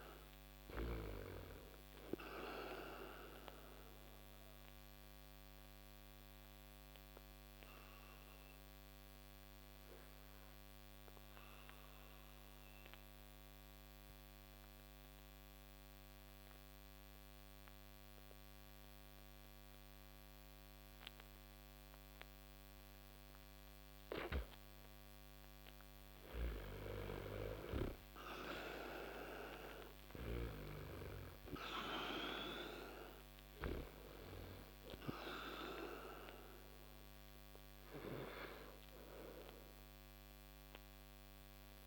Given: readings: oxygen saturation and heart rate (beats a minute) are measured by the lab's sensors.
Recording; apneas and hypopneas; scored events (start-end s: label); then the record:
breathing in sleep by a microphone on the trachea; 1
3.00-18.00 s: oxygen desaturation (device-marked, oxygen 96% before, 90% lowest)
3.50-23.00 s: obstructive apnea (oxygen 96% before, 87% lowest)
26.00-30.00 s: arousal
28.00-41.87 s: oxygen desaturation (device-marked, oxygen 97% before, 90% lowest)
From the record:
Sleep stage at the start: N2 (light sleep); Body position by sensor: on the back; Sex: male